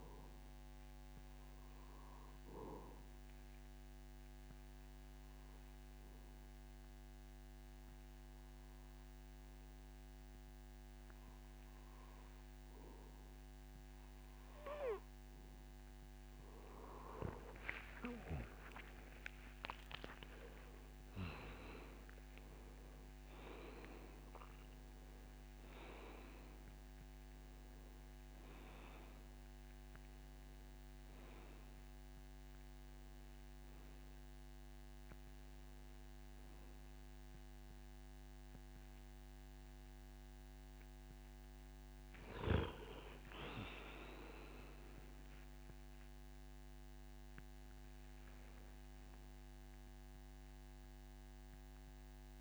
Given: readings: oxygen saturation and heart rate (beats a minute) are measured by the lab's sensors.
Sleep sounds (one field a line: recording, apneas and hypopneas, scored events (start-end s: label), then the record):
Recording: breathing in sleep by a microphone on the trachea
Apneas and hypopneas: 1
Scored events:
4.50-16.50 s: obstructive apnea (oxygen 92% before, 90% lowest)
18.50-22.50 s: arousal
43.50-47.50 s: arousal
From the record:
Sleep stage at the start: N2 (light sleep)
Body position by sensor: on the back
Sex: male